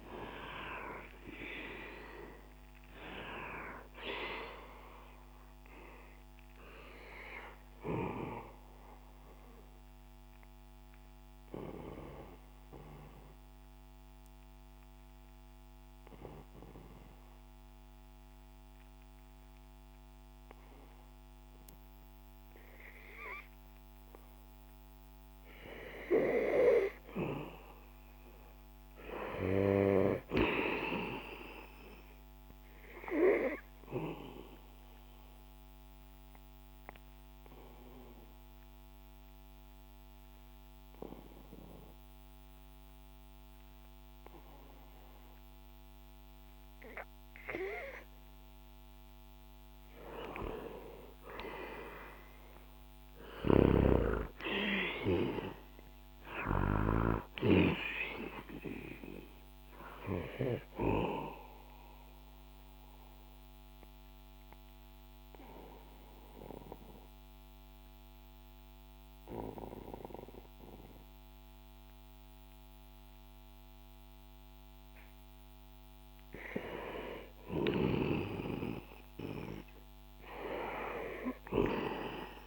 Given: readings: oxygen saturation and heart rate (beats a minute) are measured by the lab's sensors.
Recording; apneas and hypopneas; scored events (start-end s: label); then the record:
breathing in sleep by a microphone on the trachea; 3
0.00-1.50 s: arousal
0.00-2.00 s: oxygen desaturation (device-marked, oxygen 88% lowest, heart rate 63 extreme)
10.50-26.00 s: obstructive apnea (oxygen 97% before, 90% lowest, heart rate 74 before, 62 extreme, up 7 after)
28.00-30.50 s: arousal
34.00-51.00 s: oxygen desaturation (device-marked, oxygen 98% before, 91% lowest, heart rate 66 before, 59 extreme)
35.00-50.00 s: obstructive apnea (oxygen 98% before, 90% lowest, heart rate 66 before, 59 extreme, up 11 after)
51.50-54.50 s: arousal
63.00-79.00 s: oxygen desaturation (device-marked, oxygen 96% before, 90% lowest, heart rate 68 before, 60 extreme)
63.50-77.00 s: obstructive apnea (oxygen 96% before, 89% lowest, heart rate 68 before, 60 extreme, up 9 after)
78.00-82.00 s: arousal
From the record:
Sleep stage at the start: N2 (light sleep); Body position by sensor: on the back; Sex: male